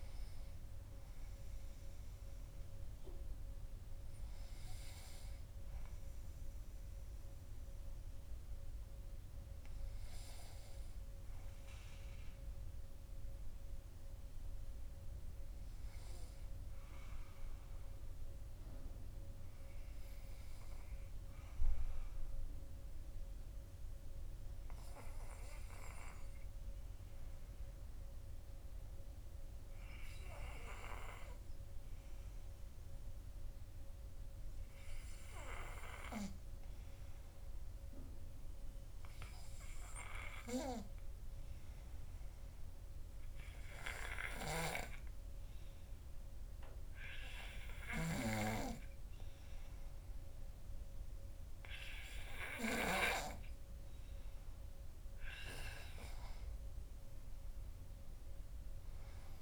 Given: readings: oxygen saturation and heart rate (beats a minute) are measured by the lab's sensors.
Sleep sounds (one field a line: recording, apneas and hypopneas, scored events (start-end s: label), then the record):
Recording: breathing in sleep by a room microphone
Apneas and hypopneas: 1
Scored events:
22.50-52.50 s: hypopnea (oxygen 97% before, 94% lowest, heart rate 49 before, 46 extreme, up 17 after)
55.50-59.42 s: arousal
From the record:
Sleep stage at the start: N2 (light sleep)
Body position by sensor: on the back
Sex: male